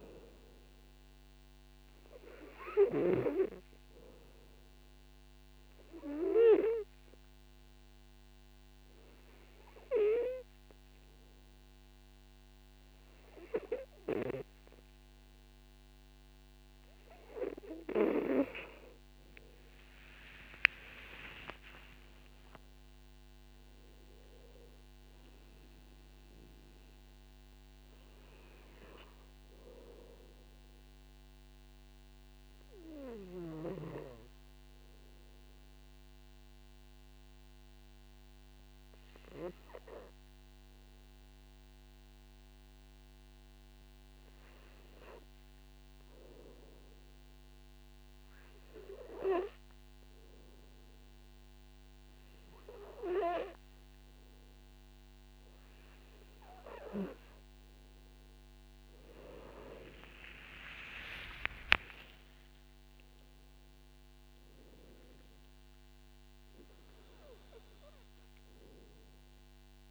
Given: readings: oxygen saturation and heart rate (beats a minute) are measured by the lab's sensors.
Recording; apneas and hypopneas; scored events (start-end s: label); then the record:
breathing in sleep by a microphone on the trachea; 2
5.00-18.00 s: obstructive apnea (oxygen 99% before, 93% lowest, heart rate 54 before, 48 extreme, up 14 after)
20.00-24.00 s: arousal
31.00-56.50 s: obstructive apnea (oxygen 98% before, 93% lowest, heart rate 59 before, 49 extreme, up 36 after)
57.00-69.91 s: oxygen desaturation (device-marked, oxygen 98% before, 93% lowest, heart rate 52 before, 49 extreme)
60.00-64.00 s: arousal
61.50-63.50 s: long interval between heartbeats (device-marked, heart rate 54 before, 78 extreme)
From the record:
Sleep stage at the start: N2 (light sleep); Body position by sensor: on the back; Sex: male